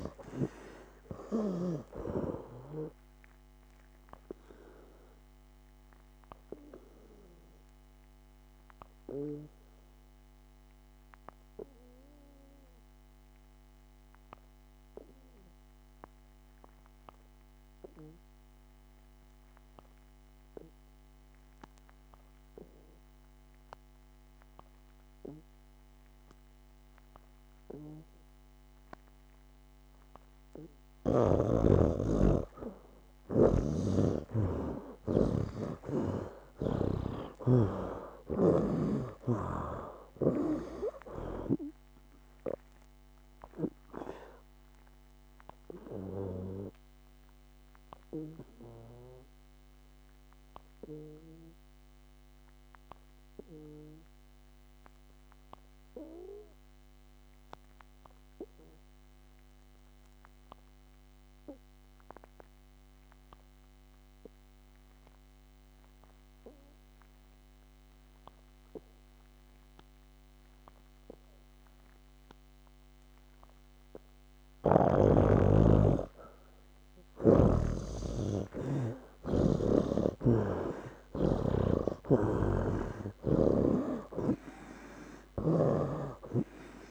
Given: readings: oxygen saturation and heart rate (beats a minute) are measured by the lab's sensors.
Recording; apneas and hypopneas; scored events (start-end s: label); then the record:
breathing in sleep by a microphone on the trachea; 2
0.00-22.00 s: oxygen desaturation (device-marked, oxygen 73% lowest, heart rate 63 extreme)
4.50-31.50 s: obstructive apnea (oxygen 98% before, 73% lowest, heart rate 70 before, 63 extreme, up 16 after)
27.00-64.00 s: oxygen desaturation (device-marked, oxygen 98% before, 74% lowest, heart rate 67 before, 62 extreme)
33.00-37.00 s: snoring (device-marked)
34.50-38.50 s: arousal
43.00-76.00 s: obstructive apnea (oxygen 98% before, 69% lowest, heart rate 69 before, 62 extreme, up 17 after)
66.00-86.91 s: oxygen desaturation (device-marked, oxygen 97% before, 69% lowest, heart rate 67 before, 61 extreme)
79.00-82.50 s: arousal
82.00-85.50 s: snoring (device-marked)
From the record:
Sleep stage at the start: N2 (light sleep); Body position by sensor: on the back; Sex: male